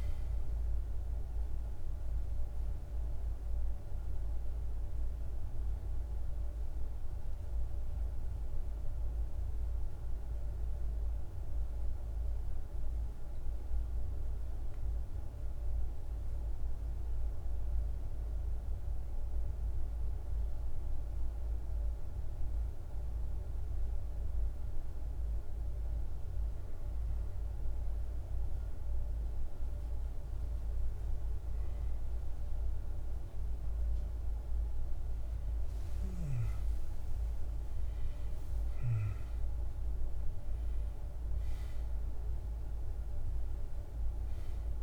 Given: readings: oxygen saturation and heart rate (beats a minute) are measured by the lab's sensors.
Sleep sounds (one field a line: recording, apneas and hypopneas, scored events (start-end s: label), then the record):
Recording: breathing in sleep, hard to hear, by a room microphone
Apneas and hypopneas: 1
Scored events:
0.00-1.00 s: arousal
12.50-26.00 s: central apnea (oxygen 97% before, 91% lowest, heart rate 64 before, 53 extreme, up 3 after)
29.00-33.50 s: arousal
32.00-44.83 s: oxygen desaturation (device-marked, oxygen 97% before, 91% lowest, heart rate 54 before, 52 extreme)
From the record:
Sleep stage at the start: N1 (lightest sleep)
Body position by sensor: on the right side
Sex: male